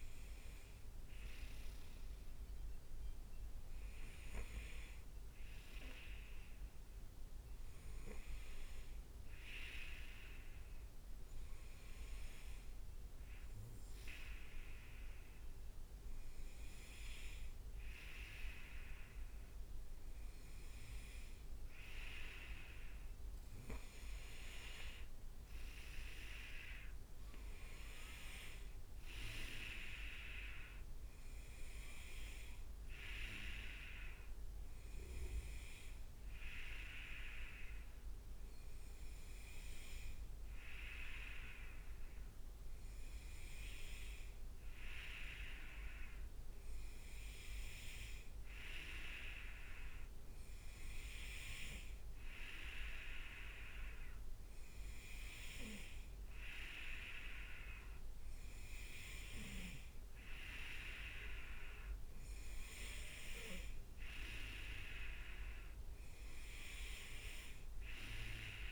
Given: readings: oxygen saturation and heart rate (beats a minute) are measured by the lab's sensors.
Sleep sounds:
breathing in sleep by a room microphone; none
none scored
From the record:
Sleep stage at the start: N2 (light sleep); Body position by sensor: on the right side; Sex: male

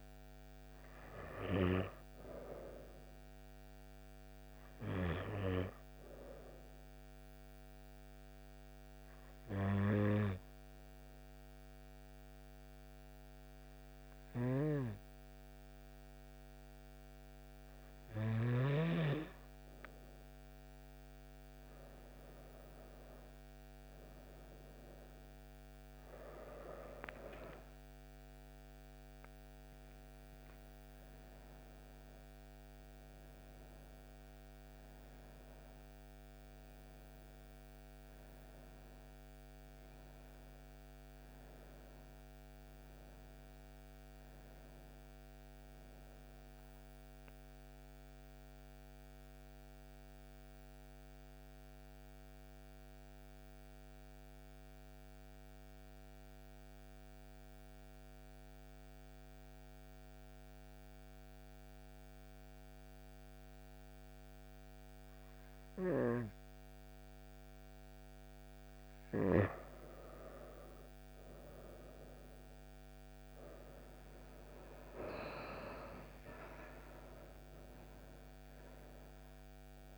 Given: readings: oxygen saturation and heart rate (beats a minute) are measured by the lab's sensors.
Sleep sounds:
breathing in sleep by a microphone on the trachea; 1
0.00-8.00 s: oxygen desaturation (device-marked, oxygen 91% lowest)
25.00-28.50 s: arousal
46.50-67.50 s: central apnea (oxygen 95% before, 90% lowest)
68.00-79.98 s: oxygen desaturation (device-marked, oxygen 97% before, 90% lowest)
72.00-76.00 s: arousal
From the record:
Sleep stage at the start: N2 (light sleep); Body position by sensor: on the right side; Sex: female

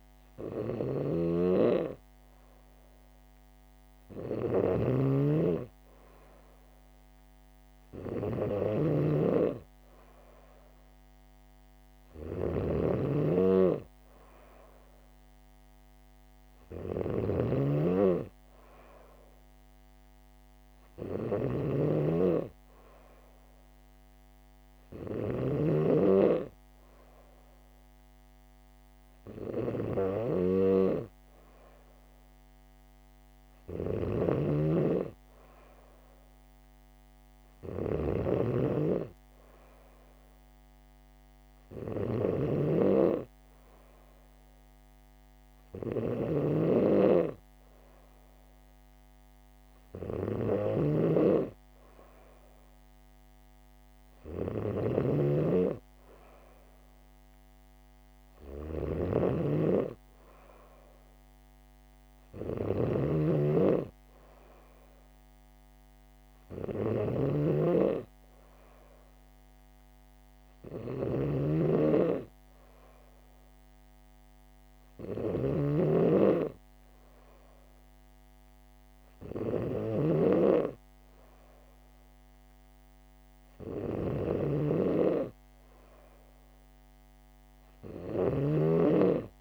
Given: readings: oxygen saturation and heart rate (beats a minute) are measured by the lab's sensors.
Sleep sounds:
breathing in sleep by a microphone on the trachea; none
0.00-89.41 s: snoring (device-marked)
From the record:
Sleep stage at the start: N3 (deep sleep); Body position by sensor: on the back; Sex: female

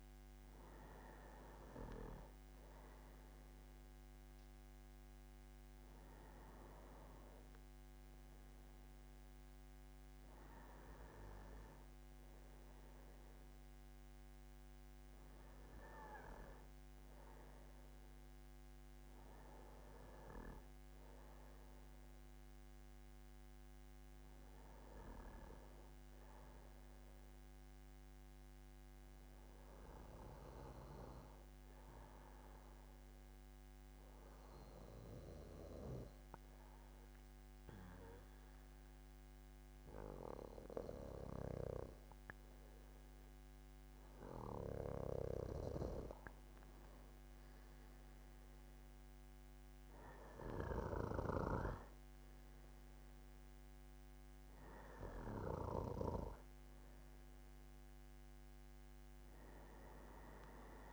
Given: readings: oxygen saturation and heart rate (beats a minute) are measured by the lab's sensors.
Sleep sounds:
breathing in sleep by a microphone on the trachea; 1
28.00-42.50 s: hypopnea (oxygen 97% before, 95% lowest, heart rate 75 before, 74 extreme, up 6 after)
46.50-50.50 s: arousal
From the record:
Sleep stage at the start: N2 (light sleep); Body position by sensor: on the back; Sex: male

